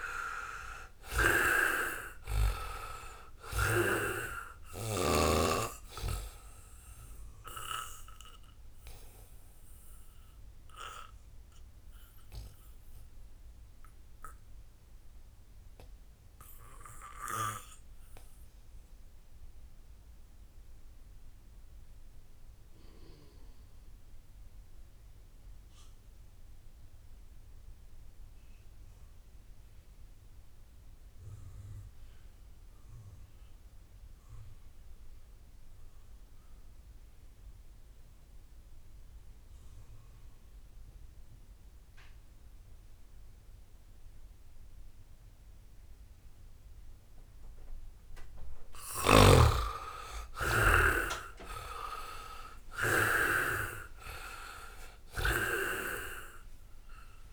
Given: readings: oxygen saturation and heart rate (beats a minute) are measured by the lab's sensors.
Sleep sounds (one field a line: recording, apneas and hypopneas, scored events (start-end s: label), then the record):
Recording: breathing in sleep by a room microphone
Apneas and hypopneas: 1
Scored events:
0.00-1.00 s: snoring (device-marked)
0.00-1.50 s: arousal
0.00-1.50 s: oxygen desaturation (device-marked, oxygen 85% lowest, heart rate 65 extreme)
5.50-21.50 s: oxygen desaturation (device-marked, oxygen 90% before, 68% lowest, heart rate 74 before, 63 extreme)
7.50-47.00 s: obstructive apnea (oxygen 97% before, 64% lowest, heart rate 75 before, 58 extreme, up 21 after)
23.50-57.33 s: oxygen desaturation (device-marked, oxygen 98% before, 64% lowest, heart rate 83 before, 58 extreme)
48.50-51.50 s: arousal
48.50-53.00 s: snoring (device-marked)
48.50-57.33 s: new sleep stage, N1 (lightest sleep)
From the record:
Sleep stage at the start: REM sleep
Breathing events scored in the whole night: 322 in 4.0 hours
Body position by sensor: on the back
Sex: male